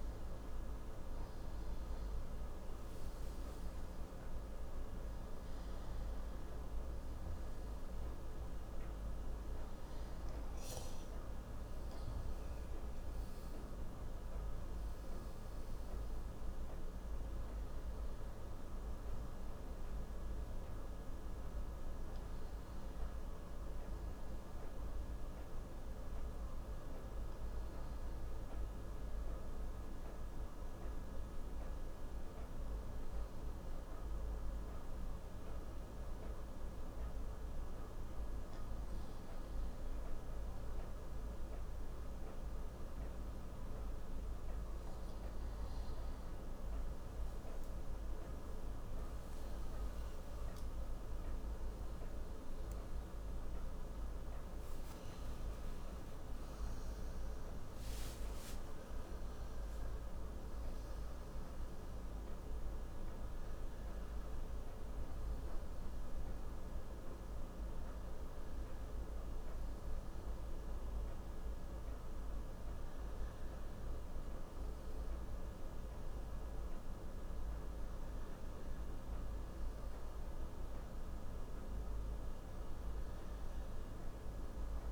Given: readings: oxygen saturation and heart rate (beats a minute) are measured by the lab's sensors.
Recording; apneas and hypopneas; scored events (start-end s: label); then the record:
breathing in sleep, hard to hear, by a room microphone; none
0.50-23.50 s: oxygen desaturation (device-marked, oxygen 95% before, 91% lowest)
34.50-84.92 s: new sleep stage, N1 (lightest sleep)
49.50-53.50 s: arousal
From the record:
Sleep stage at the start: N2 (light sleep); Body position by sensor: on the left side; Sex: male